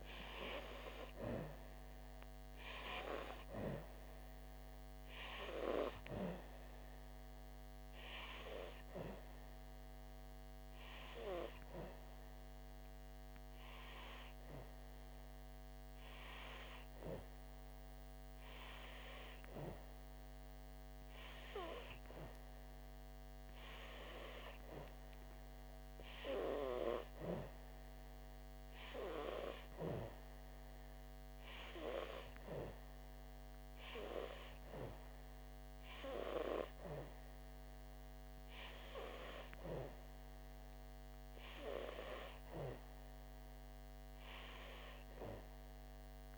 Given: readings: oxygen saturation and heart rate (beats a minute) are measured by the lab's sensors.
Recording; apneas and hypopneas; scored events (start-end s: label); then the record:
breathing in sleep by a microphone on the trachea; 1
12.50-25.00 s: hypopnea (oxygen 95% before, 92% lowest, heart rate 67 before, 63 extreme, up 4 after)
27.00-29.50 s: arousal
From the record:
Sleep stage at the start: N2 (light sleep); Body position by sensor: on the back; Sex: female